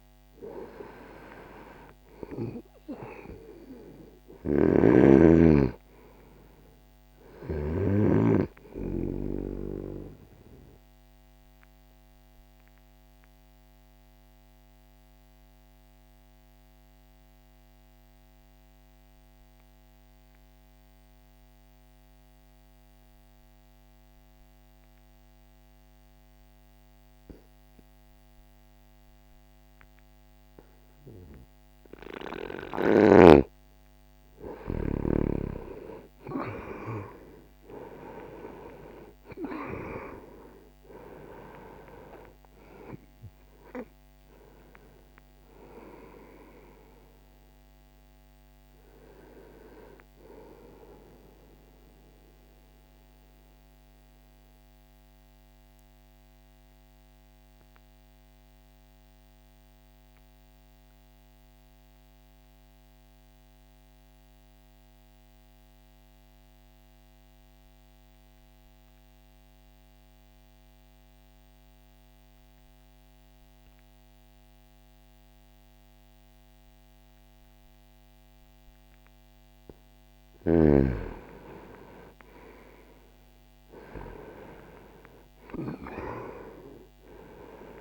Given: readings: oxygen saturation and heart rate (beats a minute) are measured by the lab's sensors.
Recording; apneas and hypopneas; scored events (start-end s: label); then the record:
breathing in sleep by a microphone on the trachea; 2
1.50-30.50 s: oxygen desaturation (device-marked, oxygen 99% before, 92% lowest, heart rate 61 before, 60 extreme)
3.50-7.00 s: snoring (device-marked)
9.50-32.00 s: obstructive apnea (oxygen 99% before, 91% lowest, heart rate 61 before, 59 extreme, up 2 after)
33.50-39.00 s: arousal
51.50-78.50 s: obstructive apnea (oxygen 96% before, 90% lowest, heart rate 61 before, 60 extreme, up 1 after)
81.00-84.50 s: arousal
86.50-87.81 s: oxygen desaturation (device-marked, oxygen 98% before, 93% lowest, heart rate 60 before, 60 extreme)
From the record:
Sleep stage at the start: N2 (light sleep); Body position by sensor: on the right side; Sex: male